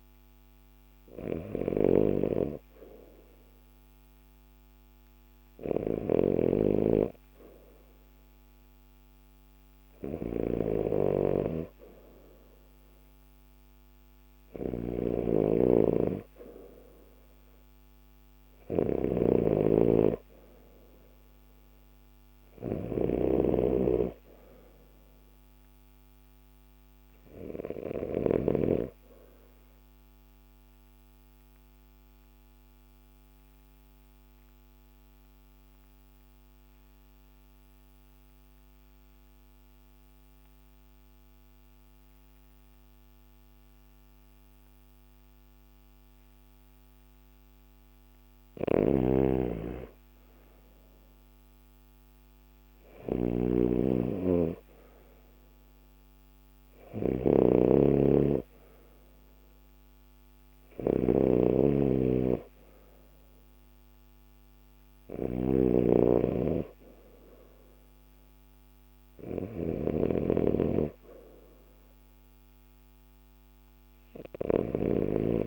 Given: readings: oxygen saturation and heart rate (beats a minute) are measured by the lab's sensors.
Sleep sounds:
breathing in sleep by a microphone on the trachea; 1
0.00-13.00 s: oxygen desaturation (device-marked, oxygen 92% lowest, heart rate 51 extreme)
0.00-28.00 s: snoring (device-marked)
29.00-47.50 s: obstructive apnea (oxygen 95% before, 92% lowest, heart rate 54 before, 50 extreme, up 6 after)
48.00-75.47 s: snoring (device-marked)
49.50-52.50 s: arousal
71.00-75.47 s: oxygen desaturation (device-marked, oxygen 96% before, 92% lowest, heart rate 54 before, 49 extreme)
From the record:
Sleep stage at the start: REM sleep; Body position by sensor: on the left side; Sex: male

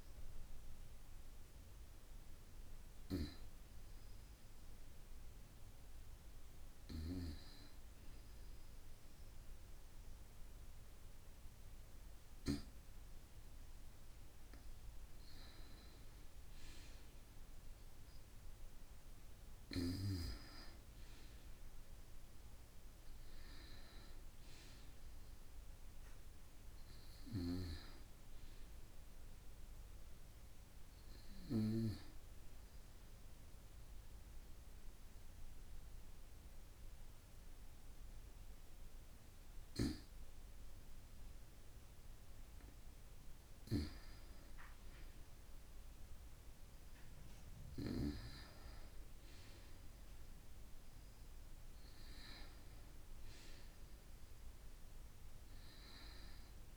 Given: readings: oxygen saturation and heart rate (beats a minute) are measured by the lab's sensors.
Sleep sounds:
breathing in sleep by a room microphone; 2
3.50-15.50 s: hypopnea (oxygen 93% before, 90% lowest)
17.00-21.00 s: arousal
33.00-43.50 s: obstructive apnea (oxygen 94% before, 90% lowest)
44.50-55.50 s: oxygen desaturation (device-marked, oxygen 94% before, 90% lowest)
45.00-48.00 s: arousal
From the record:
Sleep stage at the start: N2 (light sleep); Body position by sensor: on the right side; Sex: female

